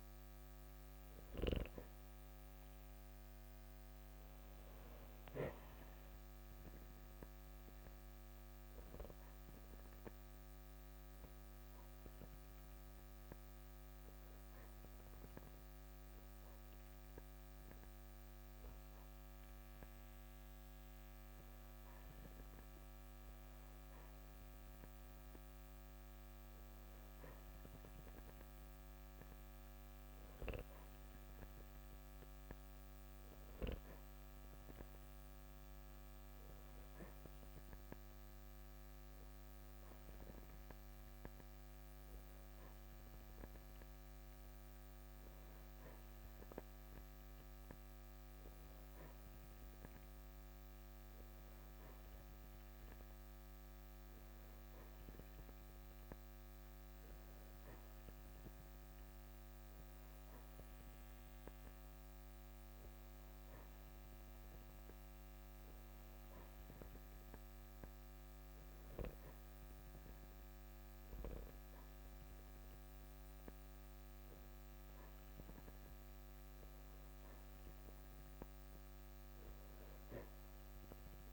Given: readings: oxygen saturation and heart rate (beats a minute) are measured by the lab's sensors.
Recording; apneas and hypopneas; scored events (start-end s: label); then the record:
breathing in sleep, hard to hear, by a microphone on the trachea; 1
7.00-26.00 s: oxygen desaturation (device-marked, oxygen 94% before, 91% lowest, heart rate 55 before, 54 extreme)
7.50-21.50 s: hypopnea (oxygen 94% before, 91% lowest, heart rate 55 before, 54 extreme, up 4 after)
23.00-26.50 s: arousal
34.00-45.00 s: oxygen desaturation (device-marked, oxygen 94% before, 91% lowest, heart rate 56 before, 54 extreme)
From the record:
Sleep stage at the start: N3 (deep sleep); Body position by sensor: on the back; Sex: male